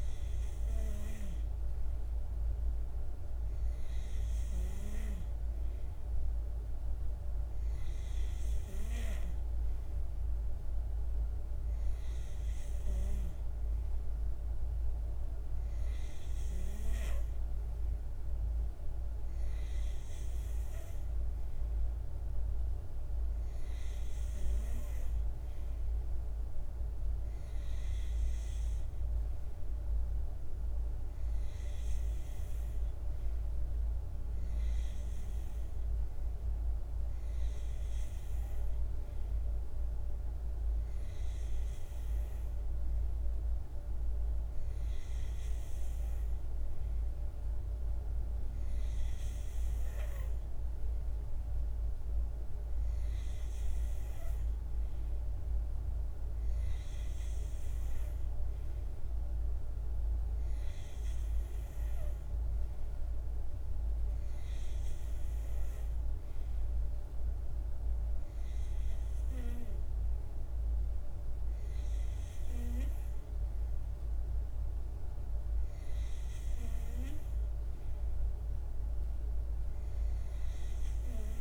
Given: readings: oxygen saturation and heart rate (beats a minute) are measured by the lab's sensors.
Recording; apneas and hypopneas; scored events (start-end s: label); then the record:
breathing in sleep, hard to hear, by a room microphone; none
none scored
From the record:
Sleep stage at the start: N2 (light sleep); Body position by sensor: on the back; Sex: male